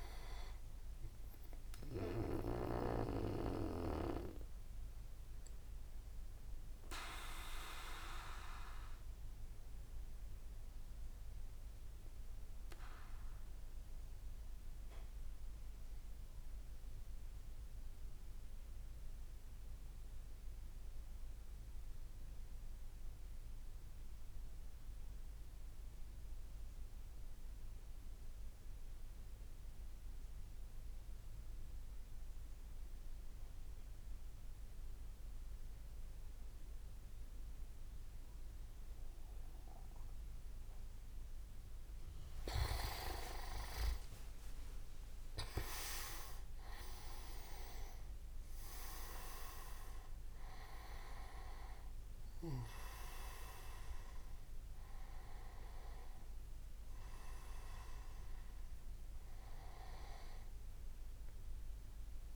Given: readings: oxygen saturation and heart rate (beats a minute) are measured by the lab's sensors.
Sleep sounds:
breathing in sleep by a room microphone; 1
0.00-6.50 s: oxygen desaturation (device-marked, oxygen 93% lowest)
4.50-40.50 s: obstructive apnea (oxygen 98% before, 93% lowest)
37.50-61.50 s: oxygen desaturation (device-marked, oxygen 98% before, 93% lowest)
42.50-47.00 s: leg movement (device-marked)
42.50-47.50 s: arousal
From the record:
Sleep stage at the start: N2 (light sleep); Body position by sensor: on the back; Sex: male

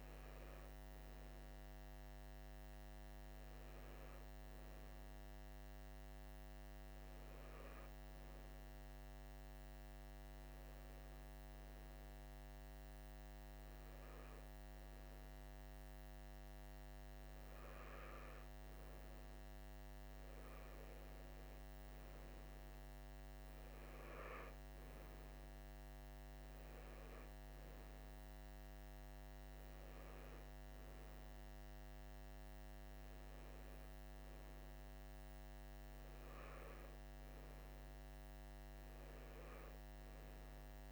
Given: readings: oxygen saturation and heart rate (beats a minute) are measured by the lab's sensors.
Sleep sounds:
breathing in sleep, hard to hear, by a microphone on the trachea; none
none scored
From the record:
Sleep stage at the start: N2 (light sleep); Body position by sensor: on the right side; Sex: male

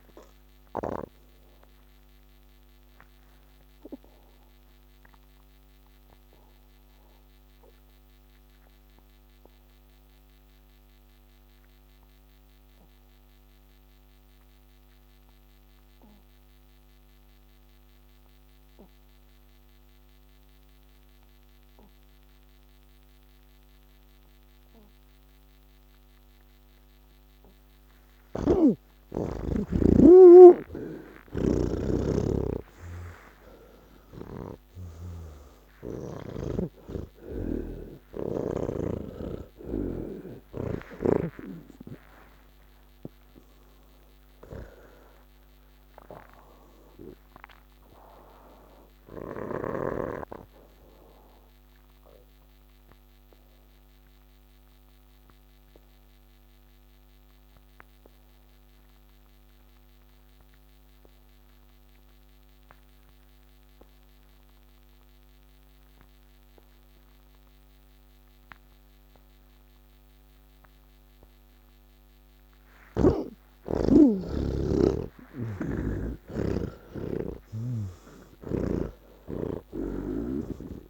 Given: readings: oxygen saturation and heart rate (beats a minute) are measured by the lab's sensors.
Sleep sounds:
breathing in sleep by a microphone on the trachea; 2
0.00-19.00 s: oxygen desaturation (device-marked, oxygen 77% lowest, heart rate 167 extreme)
3.00-27.50 s: obstructive apnea (oxygen 99% before, 76% lowest, heart rate 144 before, 165 extreme, up 38 after)
7.00-80.90 s: new sleep stage, N2 (light sleep)
28.50-32.00 s: snoring (device-marked)
29.00-62.00 s: oxygen desaturation (device-marked, oxygen 97% before, 76% lowest, heart rate 191 before, 150 extreme)
51.00-72.50 s: obstructive apnea (oxygen 96% before, 76% lowest, heart rate 197 before, 150 extreme, up 13 after)
68.00-80.90 s: oxygen desaturation (device-marked, oxygen 98% before, 87% lowest, heart rate 174 before, 167 extreme)
75.50-79.00 s: snoring (device-marked)
From the record:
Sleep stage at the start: N1 (lightest sleep); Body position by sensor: on the back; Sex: male

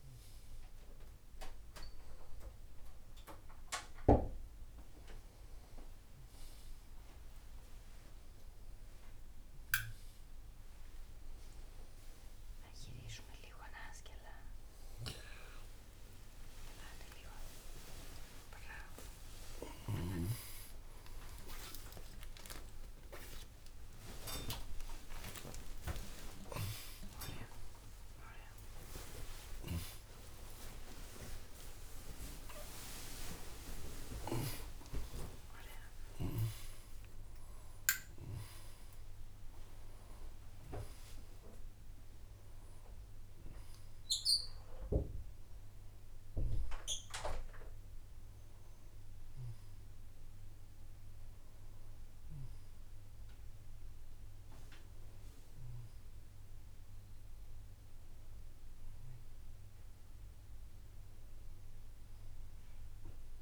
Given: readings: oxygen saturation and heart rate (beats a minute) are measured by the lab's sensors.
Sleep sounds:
a person awake in a sleep study, by a room microphone; none
42.00-63.42 s: new sleep stage, N1 (lightest sleep)
From the record:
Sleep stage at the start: awake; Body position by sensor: on the back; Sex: male

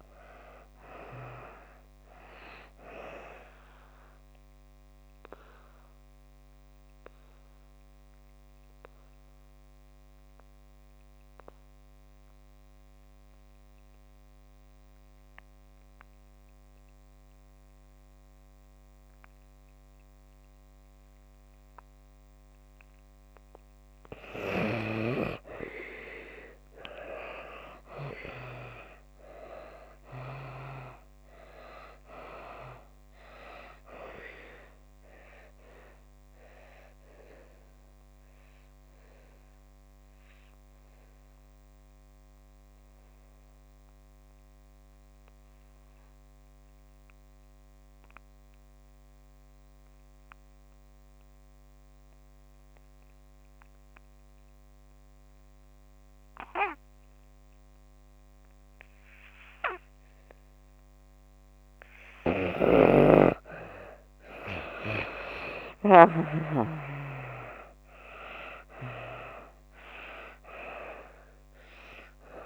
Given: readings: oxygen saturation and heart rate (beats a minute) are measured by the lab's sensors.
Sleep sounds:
breathing in sleep by a microphone on the trachea; 2
0.00-20.50 s: oxygen desaturation (device-marked, oxygen 75% lowest)
4.50-23.00 s: obstructive apnea (oxygen 95% before, 75% lowest)
22.50-53.50 s: oxygen desaturation (device-marked, oxygen 97% before, 75% lowest)
26.50-29.50 s: arousal
35.00-60.50 s: obstructive apnea (oxygen 97% before, 72% lowest)
58.50-72.46 s: oxygen desaturation (device-marked, oxygen 97% before, 73% lowest)
62.50-66.50 s: snoring (device-marked)
64.00-67.50 s: arousal
From the record:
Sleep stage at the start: N2 (light sleep); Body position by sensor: on the back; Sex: female

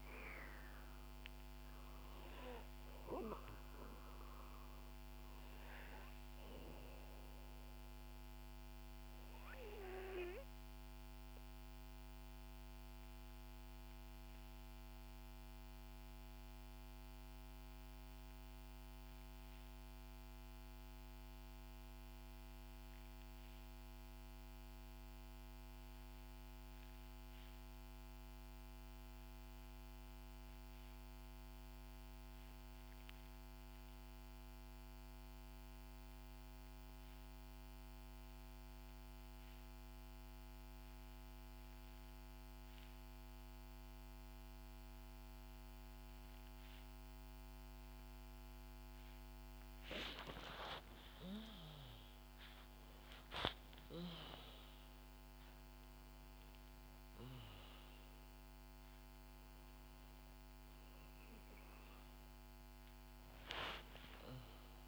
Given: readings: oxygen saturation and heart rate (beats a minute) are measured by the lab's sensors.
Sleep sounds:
breathing in sleep by a microphone on the trachea; 1
0.00-17.50 s: oxygen desaturation (device-marked, oxygen 84% lowest, heart rate 62 extreme)
11.50-49.50 s: obstructive apnea (oxygen 93% before, 84% lowest, heart rate 70 before, 62 extreme, up 9 after)
37.50-64.87 s: oxygen desaturation (device-marked, oxygen 96% before, 84% lowest, heart rate 63 before, 63 extreme)
50.50-54.50 s: arousal
From the record:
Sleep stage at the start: N2 (light sleep); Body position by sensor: on the back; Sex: female

